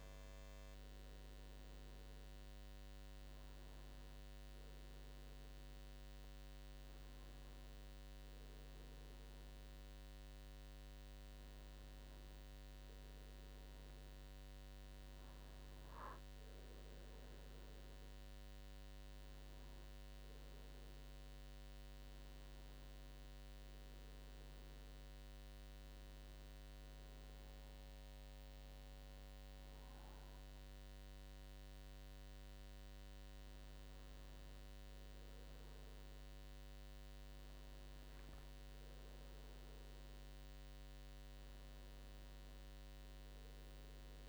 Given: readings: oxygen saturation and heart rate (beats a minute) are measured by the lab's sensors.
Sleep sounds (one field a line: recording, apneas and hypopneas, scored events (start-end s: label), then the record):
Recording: breathing in sleep, hard to hear, by a microphone on the trachea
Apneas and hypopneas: none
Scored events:
none scored
From the record:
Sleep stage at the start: N2 (light sleep)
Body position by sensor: on the right side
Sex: male